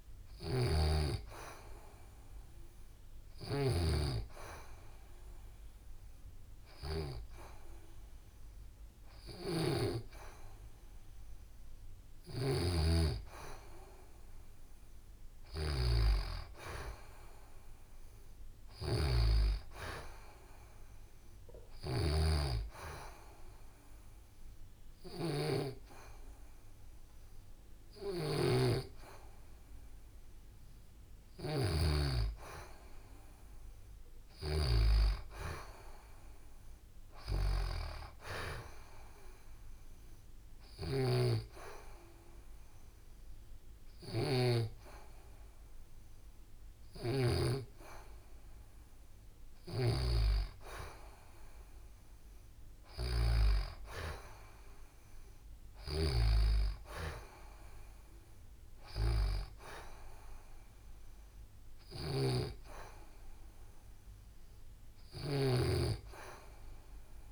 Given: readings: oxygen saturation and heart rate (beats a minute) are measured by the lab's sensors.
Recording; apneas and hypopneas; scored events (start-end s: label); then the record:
breathing in sleep by a room microphone; 2
0.00-31.50 s: snoring (device-marked)
2.50-13.50 s: hypopnea (oxygen 94% before, 91% lowest, heart rate 70 before, 69 extreme, up 3 after)
16.50-19.00 s: arousal
39.50-49.50 s: hypopnea (oxygen 94% before, 89% lowest, heart rate 71 before, 66 extreme, up 0 after)
40.00-47.00 s: snoring (device-marked)
52.50-56.00 s: arousal
61.50-67.32 s: snoring (device-marked)
From the record:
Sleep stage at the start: N2 (light sleep); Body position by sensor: on the back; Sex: female